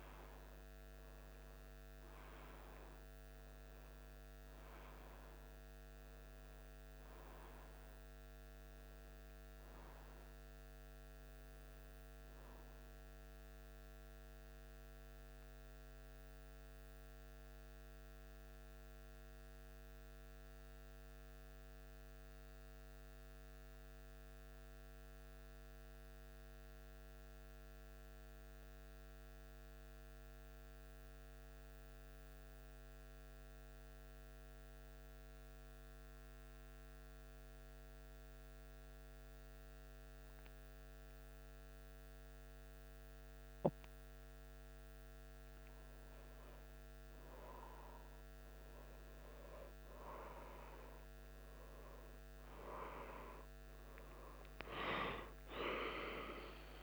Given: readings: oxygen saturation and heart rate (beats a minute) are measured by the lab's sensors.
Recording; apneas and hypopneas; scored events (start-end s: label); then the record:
breathing in sleep by a microphone on the trachea; 1
16.00-44.50 s: central apnea (oxygen 96% before, 91% lowest, heart rate 78 before, 75 extreme, up 0 after)
46.50-50.50 s: arousal
From the record:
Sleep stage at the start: N2 (light sleep); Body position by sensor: on the back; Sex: male